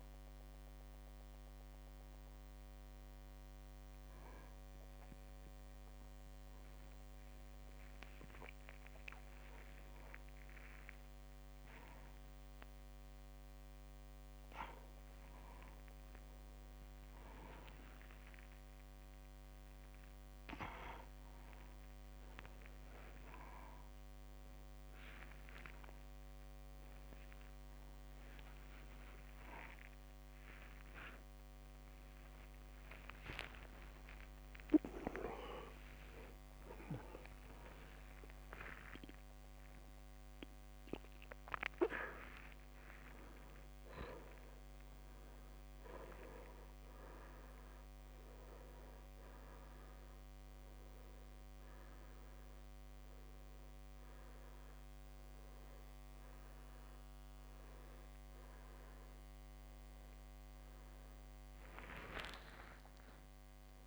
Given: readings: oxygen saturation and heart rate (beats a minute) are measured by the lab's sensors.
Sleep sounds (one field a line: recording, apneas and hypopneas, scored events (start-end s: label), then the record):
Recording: a person awake in a sleep study, by a microphone on the trachea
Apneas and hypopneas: none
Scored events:
0.00-8.50 s: drop in pulse transit time (device-marked)
7.00-9.00 s: long interval between heartbeats (device-marked)
9.00-11.00 s: long interval between heartbeats (device-marked)
11.50-13.50 s: long interval between heartbeats (device-marked)
17.00-19.00 s: long interval between heartbeats (device-marked, heart rate 42 before, 74 extreme)
24.50-26.50 s: long interval between heartbeats (device-marked)
27.50-29.50 s: long interval between heartbeats (device-marked, heart rate 56 before, 48 extreme)
27.50-32.50 s: drop in pulse transit time (device-marked, heart rate 56 before, 48 extreme)
29.50-31.50 s: long interval between heartbeats (device-marked, heart rate 56 before, 72 extreme)
34.00-36.00 s: long interval between heartbeats (device-marked, heart rate 58 before, 107 extreme)
38.50-40.50 s: long interval between heartbeats (device-marked, heart rate 64 before, 84 extreme)
42.50-44.50 s: long interval between heartbeats (device-marked, heart rate 66 before, 44 extreme)
44.50-48.50 s: drop in pulse transit time (device-marked, heart rate 68 before, 45 extreme)
49.00-51.00 s: long interval between heartbeats (device-marked)
From the record:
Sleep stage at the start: awake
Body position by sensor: upright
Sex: male